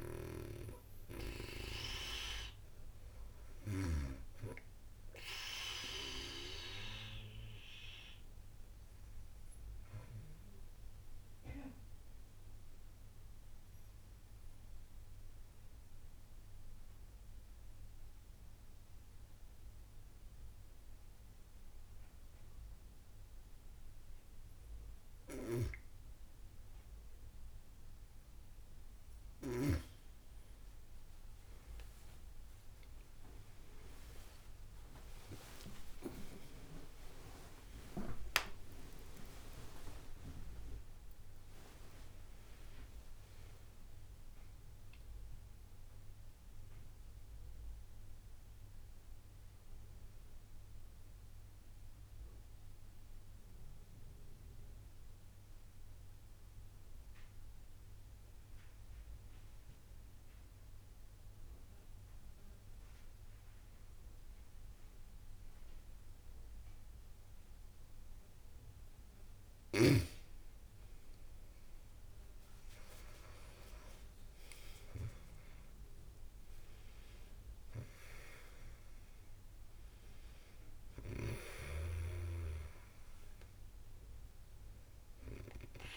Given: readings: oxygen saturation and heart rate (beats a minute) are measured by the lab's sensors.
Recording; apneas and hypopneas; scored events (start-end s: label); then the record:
breathing in sleep by a room microphone; 2
0.00-3.50 s: snoring (device-marked)
0.00-22.50 s: oxygen desaturation (device-marked, oxygen 92% lowest)
11.00-24.00 s: central apnea (oxygen 97% before, 92% lowest)
16.00-18.00 s: long interval between heartbeats (device-marked)
31.00-35.50 s: arousal
32.00-34.00 s: long interval between heartbeats (device-marked)
35.50-37.50 s: long interval between heartbeats (device-marked)
39.50-41.50 s: long interval between heartbeats (device-marked)
41.50-43.50 s: long interval between heartbeats (device-marked)
44.50-46.50 s: long interval between heartbeats (device-marked, heart rate 31 before, 111 extreme)
46.00-67.00 s: mixed apnea (oxygen 96% before, 90% lowest)
50.00-52.00 s: long interval between heartbeats (device-marked, heart rate 52 before, 41 extreme)
55.00-57.00 s: long interval between heartbeats (device-marked, heart rate 61 before, 32 extreme)
70.50-75.50 s: arousal
84.50-85.97 s: oxygen desaturation (device-marked, oxygen 95% before, 90% lowest)
From the record:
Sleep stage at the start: N2 (light sleep); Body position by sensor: on the back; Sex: female